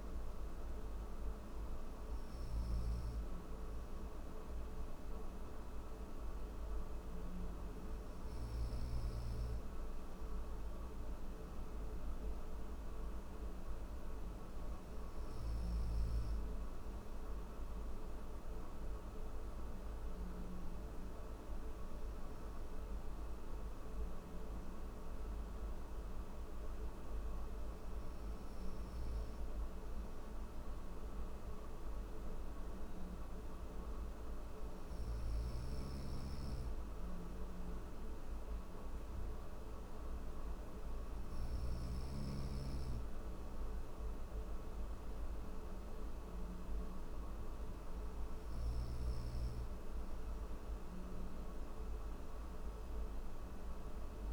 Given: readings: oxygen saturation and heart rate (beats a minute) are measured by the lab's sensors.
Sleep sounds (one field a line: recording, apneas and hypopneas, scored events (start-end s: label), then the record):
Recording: breathing in sleep, hard to hear, by a room microphone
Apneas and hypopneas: none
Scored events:
34.50-41.00 s: snoring (device-marked)
From the record:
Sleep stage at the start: N1 (lightest sleep)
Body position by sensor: on the right side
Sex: male